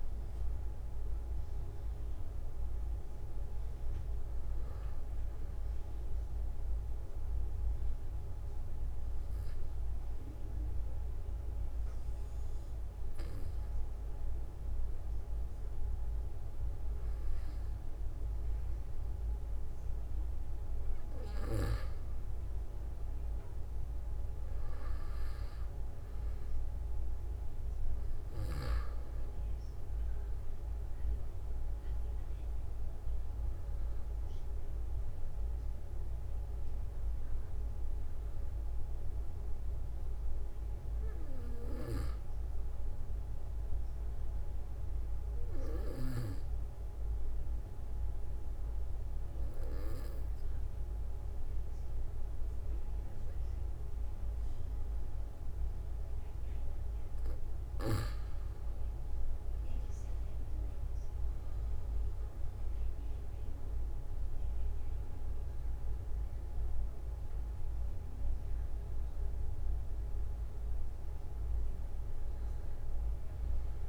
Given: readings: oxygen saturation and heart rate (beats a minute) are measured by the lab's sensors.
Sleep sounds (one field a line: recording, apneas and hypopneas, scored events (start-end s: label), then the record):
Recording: breathing in sleep, hard to hear, by a room microphone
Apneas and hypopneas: 2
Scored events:
4.00-19.50 s: obstructive apnea (oxygen 96% before, 93% lowest, heart rate 48 before, 45 extreme, up 1 after)
25.00-31.00 s: arousal
43.00-57.00 s: obstructive apnea (oxygen 97% before, 92% lowest, heart rate 46 before, 44 extreme, up 3 after)
59.00-64.00 s: arousal
From the record:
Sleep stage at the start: N2 (light sleep)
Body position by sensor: on the back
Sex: male